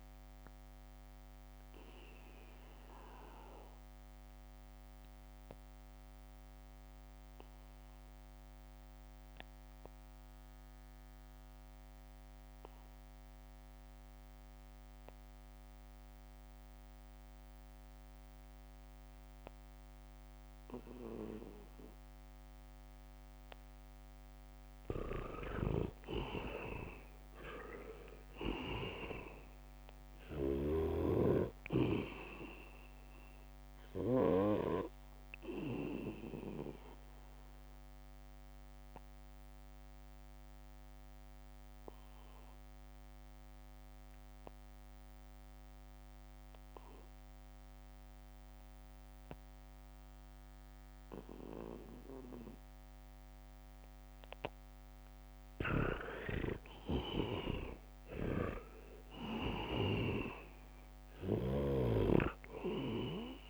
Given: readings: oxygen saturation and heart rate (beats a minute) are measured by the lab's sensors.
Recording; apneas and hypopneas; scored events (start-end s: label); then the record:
breathing in sleep by a microphone on the trachea; 2
0.00-13.50 s: oxygen desaturation (device-marked, oxygen 81% lowest, heart rate 71 extreme)
1.50-23.50 s: obstructive apnea (oxygen 99% before, 81% lowest, heart rate 74 before, 71 extreme, up 2 after)
21.50-48.50 s: oxygen desaturation (device-marked, oxygen 99% before, 81% lowest, heart rate 78 before, 72 extreme)
25.00-29.00 s: leg movement (device-marked)
26.00-35.00 s: snoring (device-marked)
26.50-30.00 s: arousal
31.00-41.00 s: leg movement (device-marked)
34.50-53.50 s: obstructive apnea (oxygen 99% before, 81% lowest, heart rate 75 before, 74 extreme, up 1 after)
54.00-60.50 s: leg movement (device-marked)
55.50-63.50 s: oxygen desaturation (device-marked, oxygen 98% before, 83% lowest, heart rate 76 before, 72 extreme)
56.00-59.00 s: arousal
56.00-60.50 s: snoring (device-marked)
From the record:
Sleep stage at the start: N2 (light sleep); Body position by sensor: on the back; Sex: male